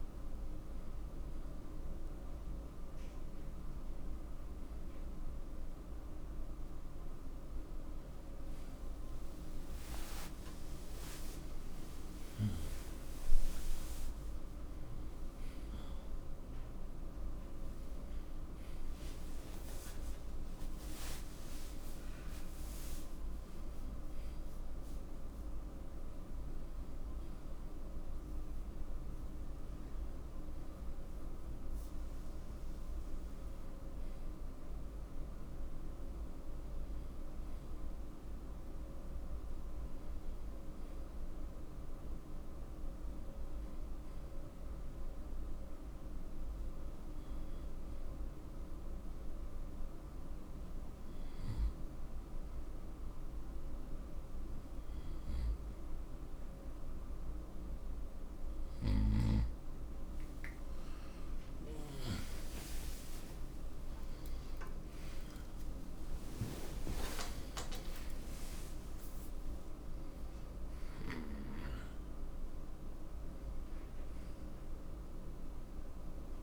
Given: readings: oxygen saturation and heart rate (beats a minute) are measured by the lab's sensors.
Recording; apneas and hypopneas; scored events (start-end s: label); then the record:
a person partly awake in a sleep study, hard to hear, by a room microphone; 1
27.00-76.43 s: new sleep stage, N1 (lightest sleep)
45.50-60.50 s: hypopnea (oxygen 94% before, 90% lowest, heart rate 72 before, 62 extreme, up 35 after)
63.00-68.50 s: arousal
From the record:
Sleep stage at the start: awake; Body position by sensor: on the right side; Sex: male